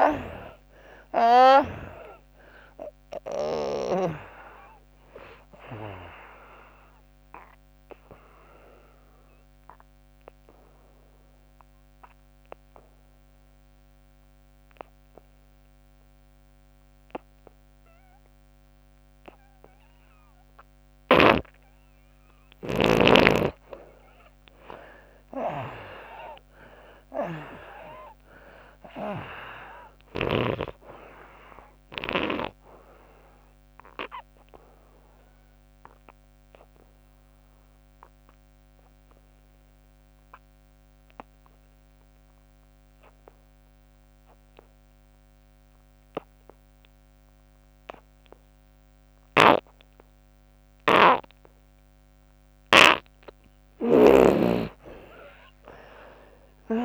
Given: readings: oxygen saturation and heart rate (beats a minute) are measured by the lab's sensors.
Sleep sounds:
breathing in sleep by a microphone on the trachea; 2
0.00-4.00 s: snoring (device-marked)
0.00-17.00 s: oxygen desaturation (device-marked, oxygen 75% lowest, heart rate 66 extreme)
5.50-21.50 s: obstructive apnea (oxygen 99% before, 75% lowest, heart rate 82 before, 66 extreme, up 19 after)
22.00-29.00 s: snoring (device-marked)
24.50-28.50 s: arousal
33.00-40.00 s: oxygen desaturation (device-marked, oxygen 98% before, 81% lowest, heart rate 74 before, 64 extreme)
33.00-51.50 s: obstructive apnea (oxygen 98% before, 75% lowest, heart rate 74 before, 64 extreme, up 39 after)
54.50-56.85 s: arousal
From the record:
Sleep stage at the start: N2 (light sleep); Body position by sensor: on the back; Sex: female

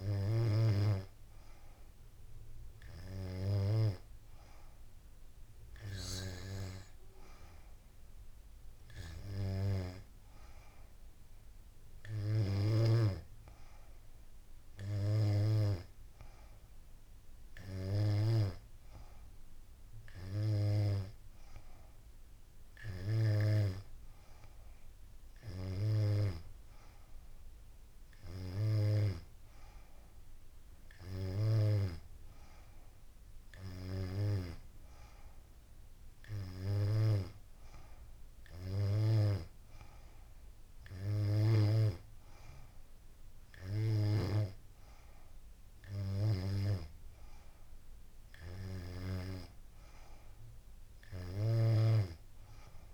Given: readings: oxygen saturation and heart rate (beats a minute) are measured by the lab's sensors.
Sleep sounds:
breathing in sleep by a room microphone; none
none scored
From the record:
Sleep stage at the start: N3 (deep sleep); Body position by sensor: on the back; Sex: female

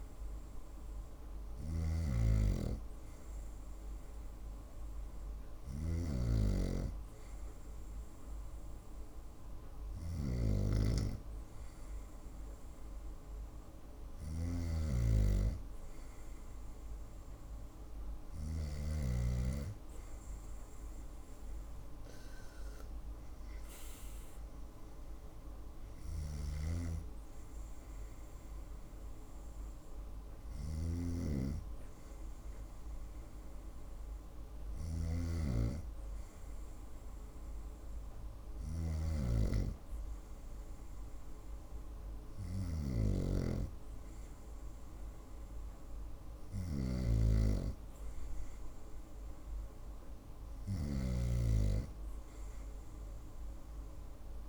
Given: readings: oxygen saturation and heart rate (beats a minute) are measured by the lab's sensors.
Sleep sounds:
breathing in sleep by a room microphone; none
0.00-5.50 s: snoring (device-marked)
13.50-19.00 s: snoring (device-marked)
30.00-43.00 s: snoring (device-marked)
50.00-54.49 s: snoring (device-marked)
From the record:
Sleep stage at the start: N2 (light sleep); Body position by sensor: on the right side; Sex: female

